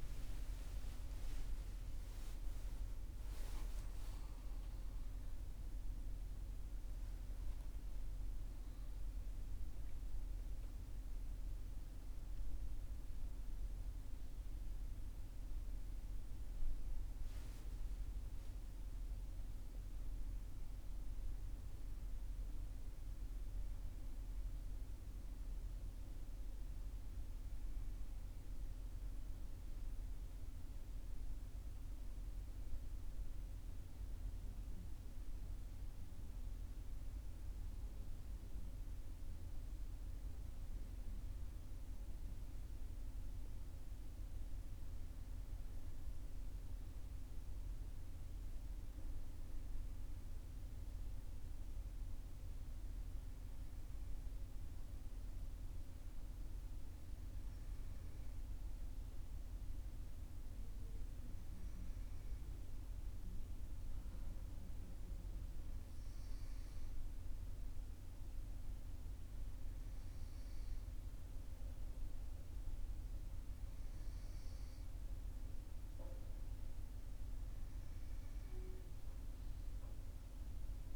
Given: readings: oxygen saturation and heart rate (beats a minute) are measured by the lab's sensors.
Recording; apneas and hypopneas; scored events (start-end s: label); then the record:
a person partly awake in a sleep study, hard to hear, by a room microphone; 1
33.50-63.50 s: new sleep stage, N1 (lightest sleep)
54.50-72.50 s: hypopnea (oxygen 99% before, 96% lowest, heart rate 43 before, 41 extreme, up 1 after)
63.50-80.96 s: new sleep stage, N2 (light sleep)
76.00-80.50 s: arousal
From the record:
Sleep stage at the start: awake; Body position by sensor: on the right side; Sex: male